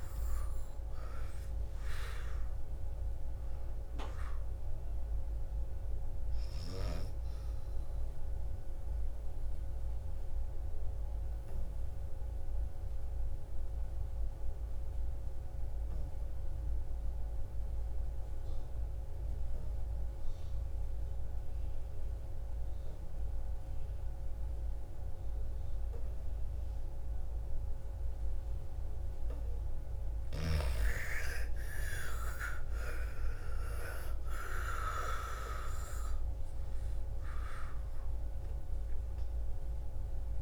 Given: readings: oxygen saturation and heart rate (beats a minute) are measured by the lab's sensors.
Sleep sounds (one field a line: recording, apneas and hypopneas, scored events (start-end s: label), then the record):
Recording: breathing in sleep by a room microphone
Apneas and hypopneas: 1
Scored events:
0.00-14.00 s: oxygen desaturation (device-marked, oxygen 81% lowest, heart rate 56 extreme)
8.00-29.00 s: obstructive apnea (oxygen 99% before, 81% lowest, heart rate 67 before, 55 extreme, up 13 after)
27.00-40.42 s: oxygen desaturation (device-marked, oxygen 99% before, 81% lowest, heart rate 59 before, 55 extreme)
29.50-33.50 s: arousal
From the record:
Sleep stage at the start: N2 (light sleep)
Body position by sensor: on the back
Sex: female